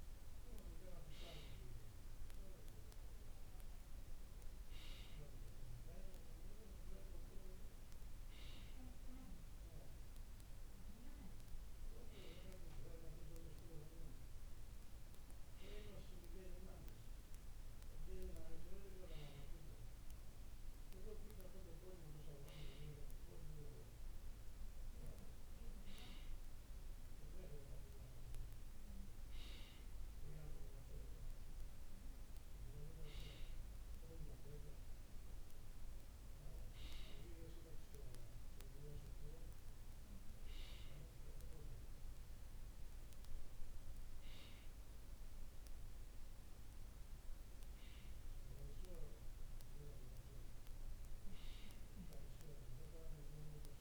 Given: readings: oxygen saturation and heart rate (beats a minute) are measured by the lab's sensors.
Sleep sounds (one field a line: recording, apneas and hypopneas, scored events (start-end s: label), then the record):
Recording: breathing in sleep by a room microphone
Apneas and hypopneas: none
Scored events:
none scored
From the record:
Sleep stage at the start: N2 (light sleep)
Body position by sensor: on the right side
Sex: male